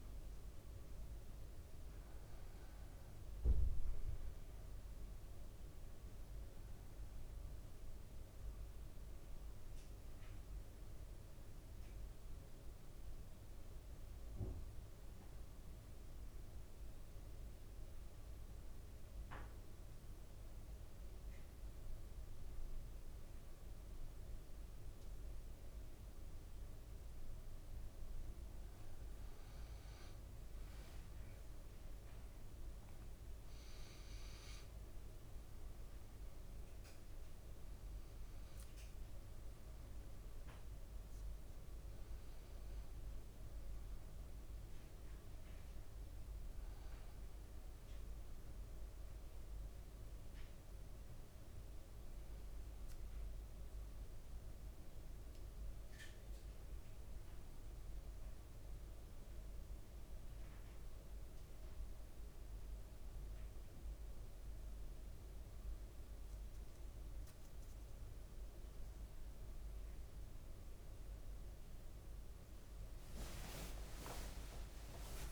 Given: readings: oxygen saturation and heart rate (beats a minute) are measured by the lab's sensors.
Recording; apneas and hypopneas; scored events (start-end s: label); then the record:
breathing in sleep, hard to hear, by a room microphone; 1
3.00-6.50 s: arousal
9.00-28.50 s: mixed apnea (oxygen 98% before, 94% lowest, heart rate 58 before, 55 extreme, up 8 after)
28.00-31.00 s: leg movement (device-marked)
30.50-34.50 s: arousal
32.50-62.50 s: oxygen desaturation (device-marked, oxygen 98% before, 94% lowest, heart rate 56 before, 55 extreme)
71.50-75.32 s: leg movement (device-marked)
From the record:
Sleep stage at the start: N1 (lightest sleep); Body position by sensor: on the back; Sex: male